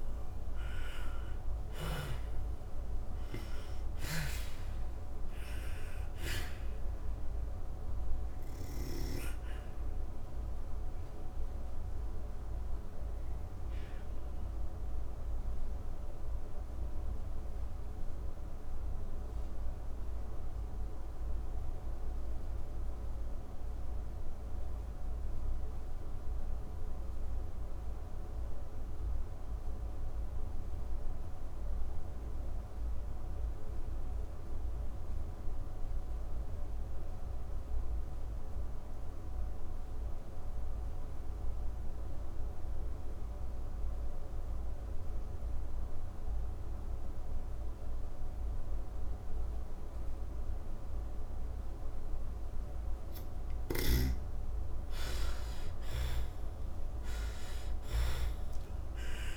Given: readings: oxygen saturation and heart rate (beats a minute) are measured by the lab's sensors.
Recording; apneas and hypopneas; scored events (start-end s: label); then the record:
breathing in sleep, hard to hear, by a room microphone; 1
0.00-1.00 s: arousal
0.00-27.50 s: oxygen desaturation (device-marked, oxygen 80% lowest)
8.50-52.00 s: obstructive apnea (oxygen 98% before, 76% lowest)
46.50-59.37 s: oxygen desaturation (device-marked, oxygen 98% before, 76% lowest)
52.00-57.00 s: snoring (device-marked)
53.50-57.00 s: arousal
From the record:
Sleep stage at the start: N2 (light sleep); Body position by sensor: on the back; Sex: female